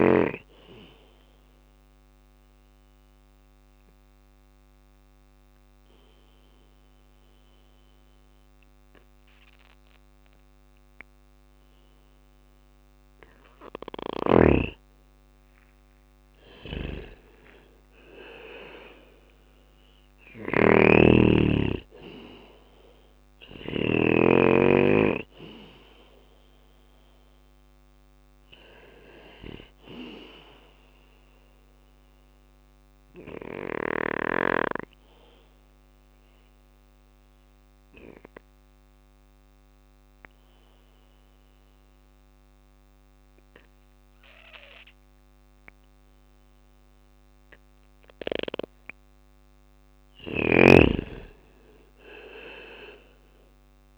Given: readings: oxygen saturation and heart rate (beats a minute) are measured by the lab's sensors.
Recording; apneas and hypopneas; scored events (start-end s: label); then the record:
breathing in sleep by a microphone on the trachea; 2
0.00-7.00 s: oxygen desaturation (device-marked, oxygen 93% lowest, heart rate 57 extreme)
0.50-12.50 s: obstructive apnea (oxygen 99% before, 92% lowest, heart rate 62 before, 57 extreme, up 5 after)
14.00-16.00 s: long interval between heartbeats (device-marked, heart rate 61 before, 62 extreme)
15.50-19.00 s: arousal
15.50-23.00 s: snoring (device-marked)
17.00-19.00 s: bradycardia (device-marked, heart rate 63 before, 64 extreme)
20.00-29.00 s: bradycardia (device-marked, heart rate 63 before, 57 extreme)
24.00-40.00 s: oxygen desaturation (device-marked, oxygen 98% before, 93% lowest, heart rate 62 before, 57 extreme)
31.00-39.00 s: bradycardia (device-marked, heart rate 63 before, 58 extreme)
32.00-49.00 s: obstructive apnea (oxygen 98% before, 91% lowest, heart rate 60 before, 57 extreme, up 5 after)
50.00-53.98 s: drop in pulse transit time (device-marked, heart rate 60 before, 57 extreme)
51.00-53.98 s: arousal
From the record:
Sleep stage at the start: N2 (light sleep); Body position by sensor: on the back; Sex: male